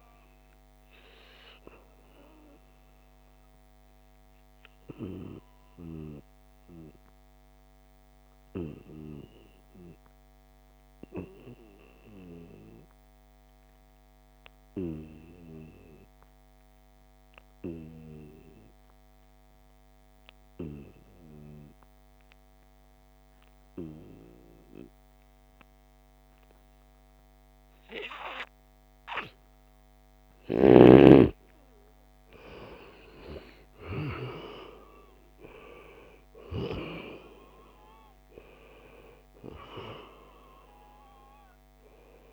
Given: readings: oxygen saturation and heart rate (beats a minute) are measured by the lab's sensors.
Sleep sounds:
breathing in sleep by a microphone on the trachea; 1
0.00-12.50 s: oxygen desaturation (device-marked, oxygen 89% lowest, heart rate 68 extreme)
2.50-29.50 s: obstructive apnea (oxygen 97% before, 88% lowest, heart rate 76 before, 68 extreme, up 2 after)
30.50-42.33 s: oxygen desaturation (device-marked, oxygen 96% before, 88% lowest, heart rate 72 before, 71 extreme)
31.50-36.00 s: arousal
From the record:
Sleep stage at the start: N2 (light sleep); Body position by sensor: on the right side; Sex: male

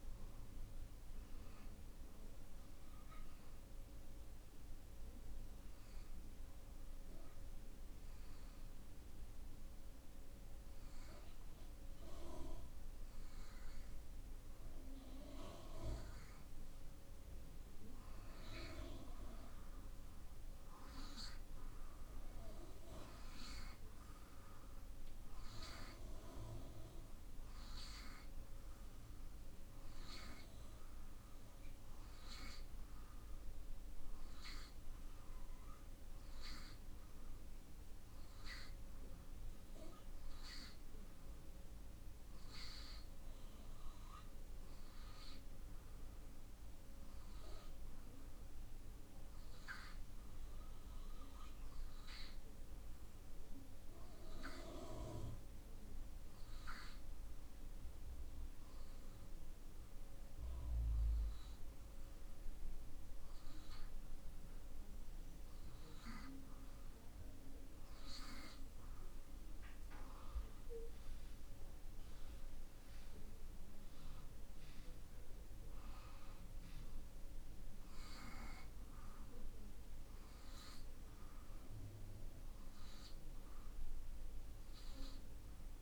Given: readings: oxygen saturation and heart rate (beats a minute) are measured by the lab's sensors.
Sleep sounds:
breathing in sleep by a room microphone; 2
2.00-16.00 s: hypopnea (oxygen 91% before, 87% lowest)
16.50-21.50 s: arousal
24.00-49.00 s: oxygen desaturation (device-marked, oxygen 95% before, 87% lowest)
52.00-64.50 s: hypopnea (oxygen 95% before, 88% lowest)
66.50-71.50 s: arousal
From the record:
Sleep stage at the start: N2 (light sleep); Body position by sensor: on the right side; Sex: male

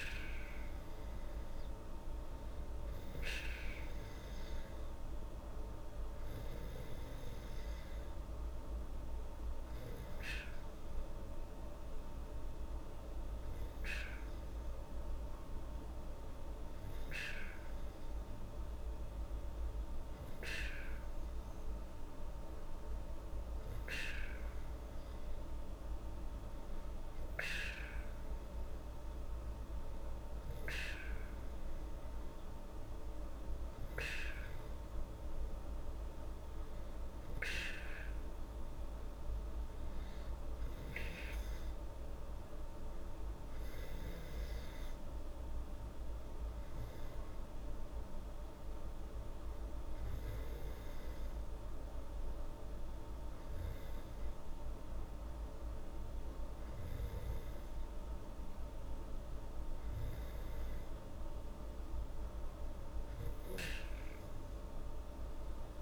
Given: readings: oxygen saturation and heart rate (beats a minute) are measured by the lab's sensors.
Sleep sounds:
breathing in sleep by a room microphone; none
none scored
From the record:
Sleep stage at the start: N2 (light sleep); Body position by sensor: on the back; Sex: female

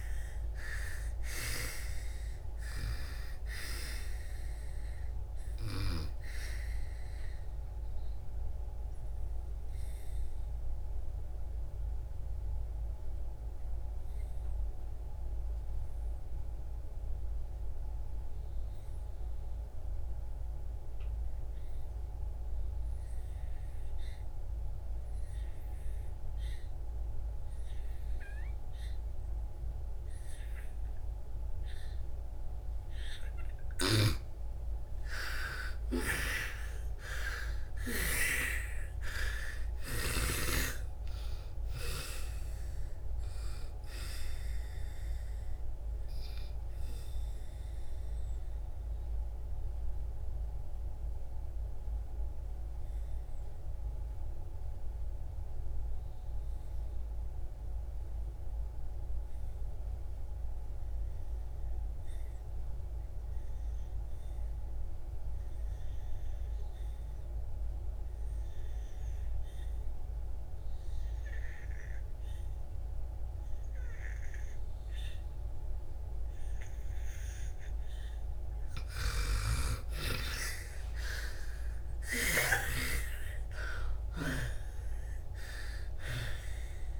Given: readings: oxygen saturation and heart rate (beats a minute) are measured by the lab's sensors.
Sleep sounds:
breathing in sleep by a room microphone; 2
0.00-1.00 s: arousal
0.00-18.50 s: oxygen desaturation (device-marked, oxygen 80% lowest)
4.00-33.00 s: obstructive apnea (oxygen 98% before, 77% lowest)
24.50-63.50 s: oxygen desaturation (device-marked, oxygen 98% before, 77% lowest)
34.50-38.00 s: arousal
46.50-77.50 s: mixed apnea (oxygen 98% before, 74% lowest)
65.50-87.00 s: oxygen desaturation (device-marked, oxygen 99% before, 74% lowest)
80.00-83.50 s: arousal
From the record:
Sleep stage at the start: N2 (light sleep); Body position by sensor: on the back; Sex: female

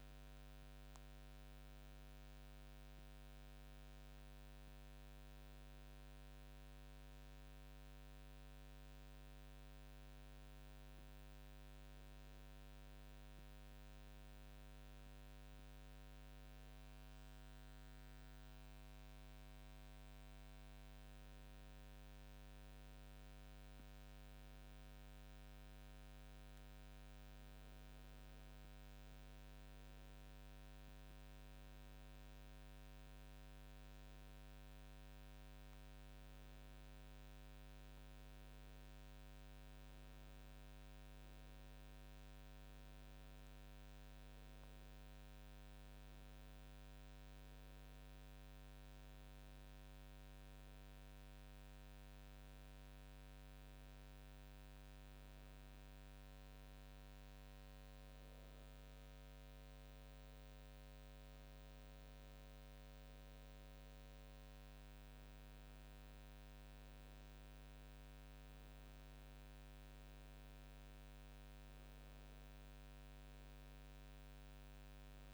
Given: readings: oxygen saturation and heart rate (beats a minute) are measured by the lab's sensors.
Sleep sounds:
a person awake in a sleep study, hard to hear, by a microphone on the trachea; none
74.50-75.34 s: new sleep stage, N1 (lightest sleep)
From the record:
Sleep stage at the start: awake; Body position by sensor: on the back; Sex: female

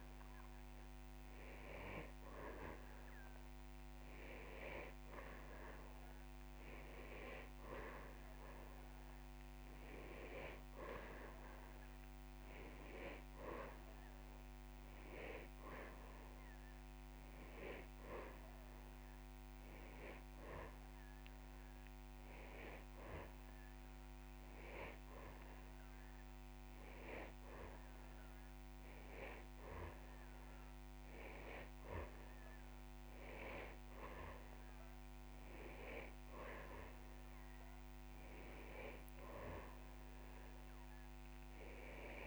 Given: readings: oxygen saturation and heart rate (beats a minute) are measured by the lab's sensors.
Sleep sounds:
breathing in sleep by a microphone on the trachea; none
0.00-2.00 s: oxygen desaturation (device-marked, oxygen 93% lowest)
From the record:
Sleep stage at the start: N2 (light sleep); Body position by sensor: on the back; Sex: male

